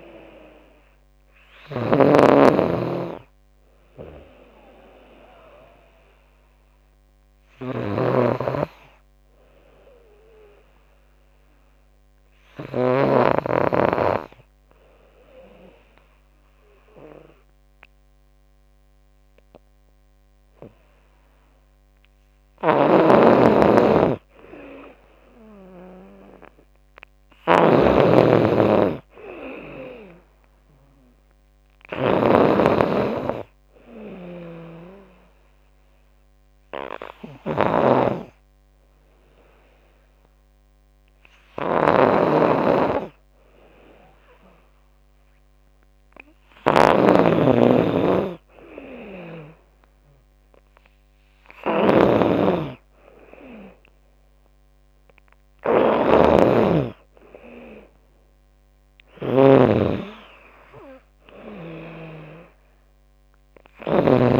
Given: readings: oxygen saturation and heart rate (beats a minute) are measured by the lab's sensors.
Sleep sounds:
breathing in sleep by a microphone on the trachea; 2
0.00-3.50 s: drop in pulse transit time (device-marked, heart rate 85 extreme)
0.00-13.00 s: snoring (device-marked)
9.50-21.50 s: hypopnea (oxygen 93% before, 88% lowest, heart rate 86 before, 75 extreme, up 10 after)
22.50-64.40 s: snoring (device-marked)
23.00-26.50 s: arousal
25.50-36.50 s: drop in pulse transit time (device-marked, heart rate 79 before, 80 extreme)
27.50-46.50 s: oxygen desaturation (device-marked, oxygen 97% before, 88% lowest, heart rate 79 before, 75 extreme)
35.50-46.50 s: hypopnea (oxygen 97% before, 88% lowest, heart rate 82 before, 78 extreme, up 15 after)
51.00-54.50 s: arousal
53.50-64.40 s: drop in pulse transit time (device-marked, heart rate 81 before, 89 extreme)
From the record:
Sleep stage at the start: N2 (light sleep); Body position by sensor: on the back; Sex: female

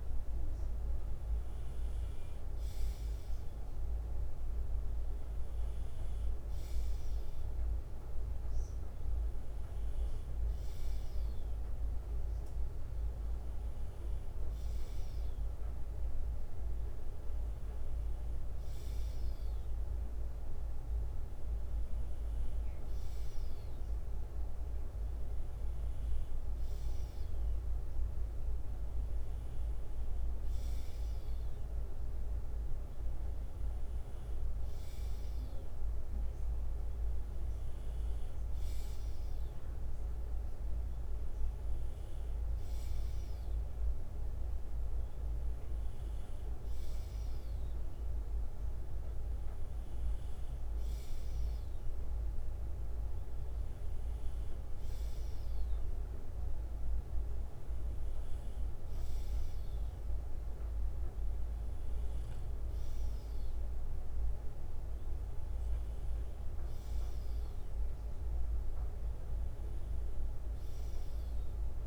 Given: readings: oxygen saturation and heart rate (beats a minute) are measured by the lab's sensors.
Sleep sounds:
breathing in sleep, hard to hear, by a room microphone; none
5.50-14.50 s: bradycardia (device-marked, heart rate 61 before, 58 extreme)
21.50-24.50 s: bradycardia (device-marked, heart rate 61 before, 60 extreme)
70.50-71.87 s: bradycardia (device-marked, heart rate 61 before, 59 extreme)
From the record:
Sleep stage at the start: N2 (light sleep); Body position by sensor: on the left side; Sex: male

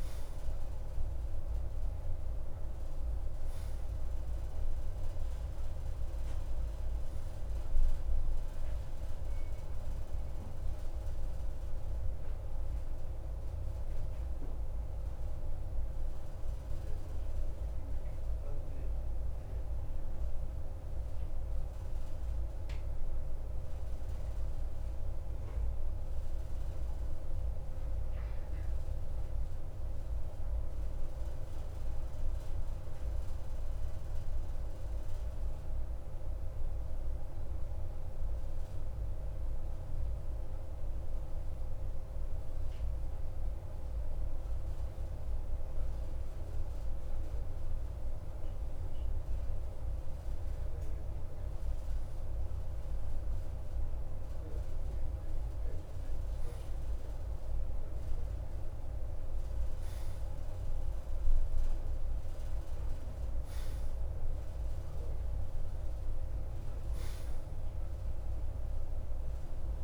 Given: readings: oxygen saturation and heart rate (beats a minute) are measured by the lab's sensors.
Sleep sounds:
breathing in sleep, hard to hear, by a room microphone; 1
14.50-18.50 s: arousal
21.00-47.50 s: mixed apnea (oxygen 94% before, 91% lowest, heart rate 56 before, 51 extreme, up 1 after)
52.50-57.00 s: arousal
From the record:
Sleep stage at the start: N2 (light sleep); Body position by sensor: on the right side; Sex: male

